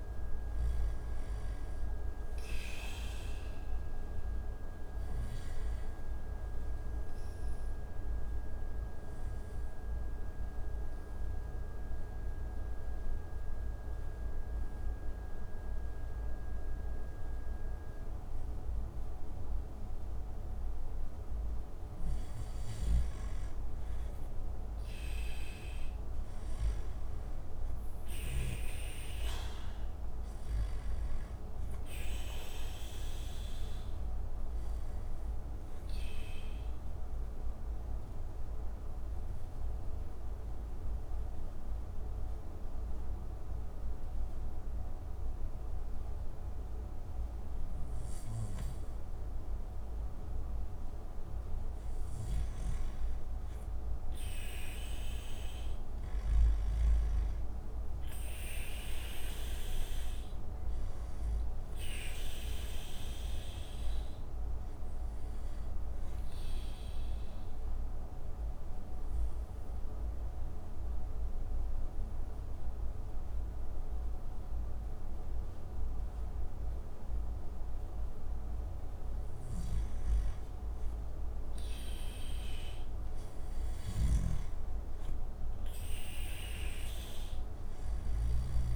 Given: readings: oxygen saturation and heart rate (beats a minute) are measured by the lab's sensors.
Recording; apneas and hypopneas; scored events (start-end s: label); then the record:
breathing in sleep, hard to hear, by a room microphone; 3
2.50-21.00 s: obstructive apnea (oxygen 97% before, 88% lowest)
3.50-21.50 s: oxygen desaturation (device-marked, oxygen 95% before, 88% lowest)
23.50-27.00 s: arousal
31.50-51.50 s: oxygen desaturation (device-marked, oxygen 97% before, 89% lowest)
33.00-50.00 s: obstructive apnea (oxygen 97% before, 89% lowest)
53.50-57.00 s: arousal
59.50-79.50 s: oxygen desaturation (device-marked, oxygen 96% before, 90% lowest)
62.50-78.50 s: obstructive apnea (oxygen 96% before, 90% lowest)
82.00-85.50 s: arousal
From the record:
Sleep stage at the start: N2 (light sleep); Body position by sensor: on the back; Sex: male